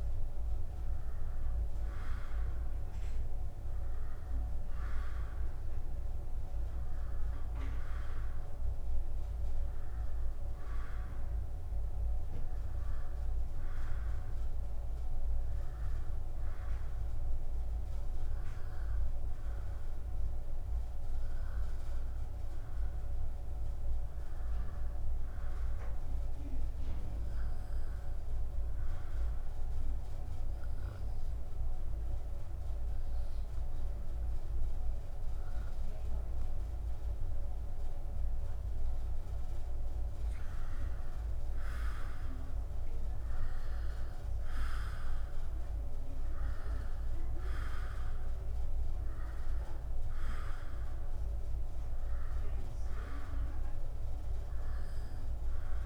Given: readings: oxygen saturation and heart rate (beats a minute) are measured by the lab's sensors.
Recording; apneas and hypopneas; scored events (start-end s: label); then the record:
breathing in sleep, hard to hear, by a room microphone; 1
0.00-10.50 s: oxygen desaturation (device-marked, oxygen 93% lowest, heart rate 67 extreme)
17.00-20.50 s: arousal
29.50-41.50 s: hypopnea (oxygen 96% before, 89% lowest, heart rate 72 before, 68 extreme, up 0 after)
43.00-46.50 s: arousal
48.50-55.86 s: oxygen desaturation (device-marked, oxygen 95% before, 91% lowest, heart rate 70 before, 65 extreme)
From the record:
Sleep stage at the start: N2 (light sleep); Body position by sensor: upright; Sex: male